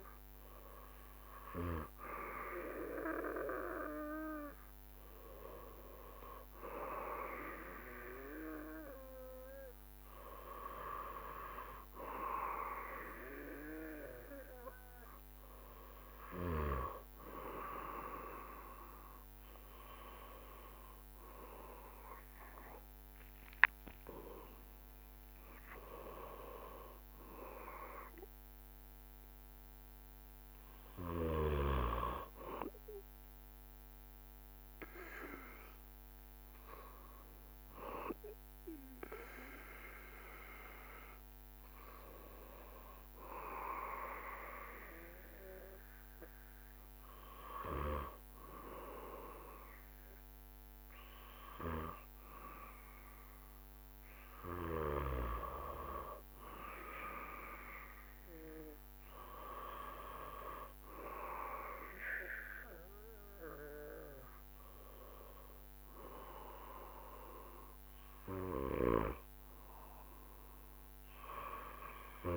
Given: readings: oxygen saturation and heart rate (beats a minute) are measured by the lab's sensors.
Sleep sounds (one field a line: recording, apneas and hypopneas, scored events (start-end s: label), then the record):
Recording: breathing in sleep by a microphone on the trachea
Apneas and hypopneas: none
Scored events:
20.00-34.00 s: drop in pulse transit time (device-marked, heart rate 72 before, 75 extreme)
20.50-24.50 s: arousal
From the record:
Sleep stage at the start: N2 (light sleep)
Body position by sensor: on the back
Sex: male